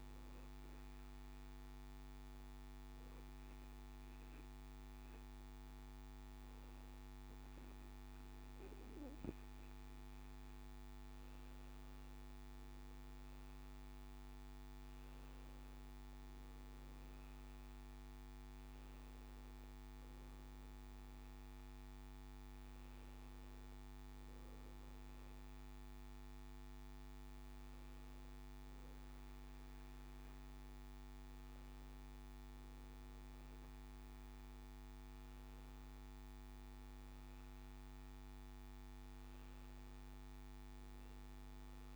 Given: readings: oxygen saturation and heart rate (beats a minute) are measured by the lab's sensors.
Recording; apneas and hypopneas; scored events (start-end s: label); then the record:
breathing in sleep, hard to hear, by a microphone on the trachea; none
25.00-29.50 s: arousal
From the record:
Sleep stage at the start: N2 (light sleep); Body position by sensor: on the back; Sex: male